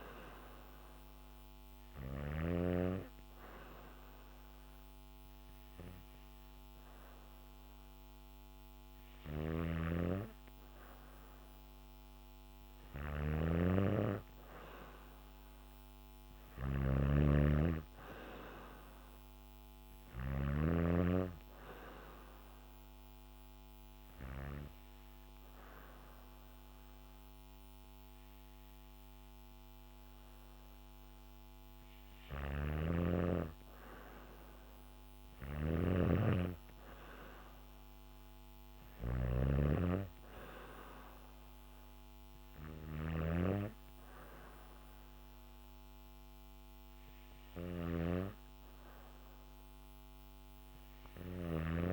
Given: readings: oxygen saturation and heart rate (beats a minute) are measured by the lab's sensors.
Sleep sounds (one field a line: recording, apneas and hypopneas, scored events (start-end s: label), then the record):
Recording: breathing in sleep by a microphone on the trachea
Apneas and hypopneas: none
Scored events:
0.00-1.50 s: snoring (device-marked)
1.50-12.50 s: oxygen desaturation (device-marked, oxygen 95% before, 92% lowest, heart rate 66 before, 67 extreme)
8.50-20.00 s: snoring (device-marked)
31.50-51.93 s: snoring (device-marked)
From the record:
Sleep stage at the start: N2 (light sleep)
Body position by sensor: on the back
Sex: female